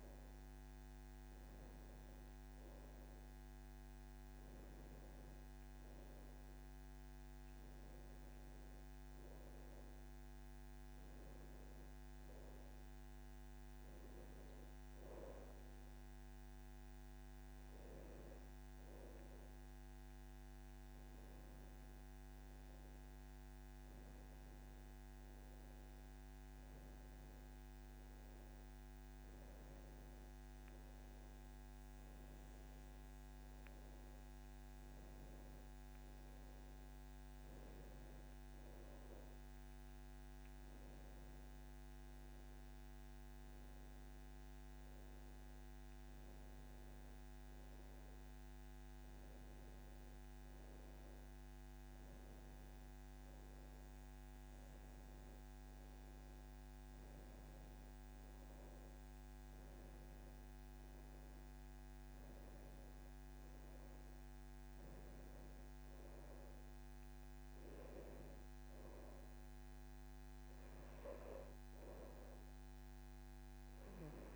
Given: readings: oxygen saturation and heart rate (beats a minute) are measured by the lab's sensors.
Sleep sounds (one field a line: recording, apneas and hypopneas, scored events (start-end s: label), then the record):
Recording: breathing in sleep, hard to hear, by a microphone on the trachea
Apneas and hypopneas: none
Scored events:
none scored
From the record:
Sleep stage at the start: N2 (light sleep)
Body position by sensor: on the back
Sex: male